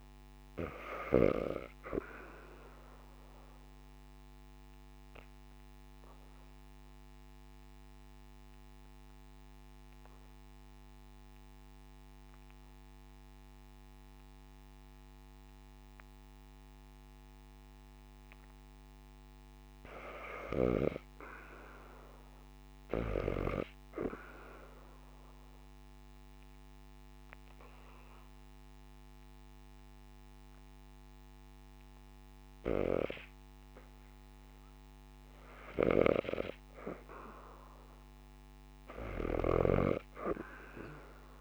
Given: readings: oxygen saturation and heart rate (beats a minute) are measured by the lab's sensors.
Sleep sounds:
breathing in sleep by a microphone on the trachea; 2
0.00-1.00 s: snoring (device-marked)
0.00-9.50 s: oxygen desaturation (device-marked, oxygen 86% lowest, heart rate 68 extreme)
2.00-17.50 s: obstructive apnea (oxygen 90% before, 74% lowest, heart rate 82 before, 68 extreme)
19.00-21.50 s: arousal
24.50-34.50 s: obstructive apnea (oxygen 97% before, 74% lowest, heart rate 78 before, 72 extreme, up 6 after)
29.50-41.41 s: oxygen desaturation (device-marked, oxygen 96% before, 74% lowest, heart rate 74 before, 72 extreme)
36.50-39.50 s: arousal
From the record:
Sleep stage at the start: REM sleep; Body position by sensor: on the back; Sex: female

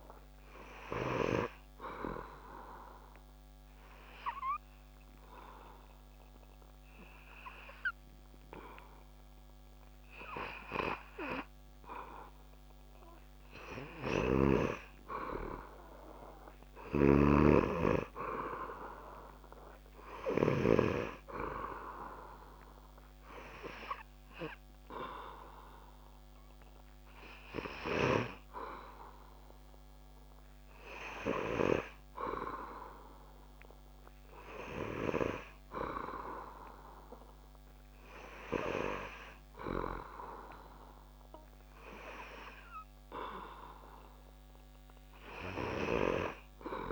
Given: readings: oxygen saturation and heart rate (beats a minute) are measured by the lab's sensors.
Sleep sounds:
breathing in sleep by a microphone on the trachea; 2
2.00-13.00 s: obstructive apnea (oxygen 99% before, 96% lowest)
13.50-17.00 s: snoring (device-marked)
14.50-18.00 s: arousal
22.00-32.50 s: hypopnea (oxygen 98% before, 96% lowest)
35.50-39.00 s: arousal
From the record:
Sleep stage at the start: N2 (light sleep); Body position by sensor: on the back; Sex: male

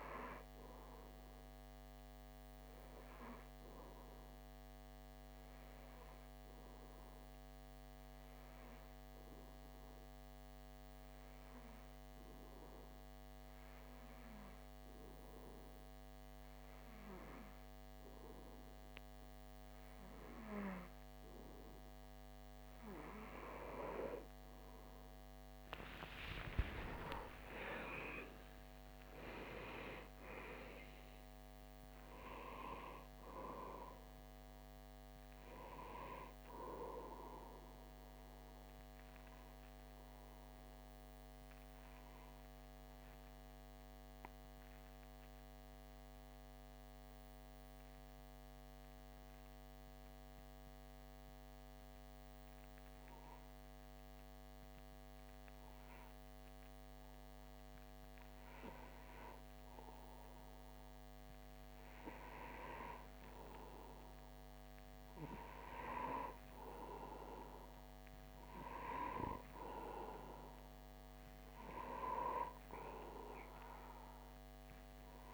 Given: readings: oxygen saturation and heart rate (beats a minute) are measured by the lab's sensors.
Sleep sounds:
breathing in sleep by a microphone on the trachea; 2
3.50-20.00 s: obstructive apnea (oxygen 95% before, 91% lowest)
24.00-28.50 s: arousal
24.00-50.00 s: oxygen desaturation (device-marked, oxygen 94% before, 91% lowest)
42.00-59.50 s: mixed apnea (oxygen 94% before, 91% lowest)
63.00-67.50 s: arousal
64.00-75.34 s: oxygen desaturation (device-marked, oxygen 97% before, 93% lowest)
From the record:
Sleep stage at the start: N2 (light sleep); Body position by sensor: on the back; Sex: male

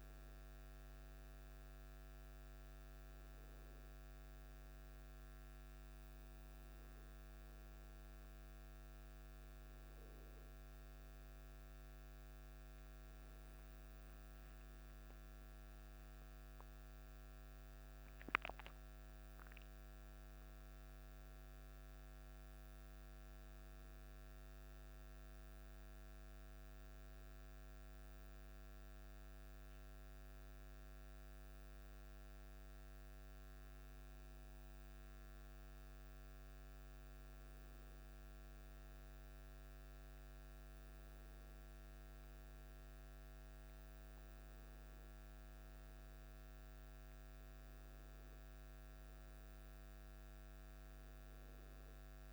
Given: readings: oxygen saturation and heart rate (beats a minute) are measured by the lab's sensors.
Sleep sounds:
breathing in sleep, hard to hear, by a microphone on the trachea; none
none scored
From the record:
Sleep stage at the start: N1 (lightest sleep); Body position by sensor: on the back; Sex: male

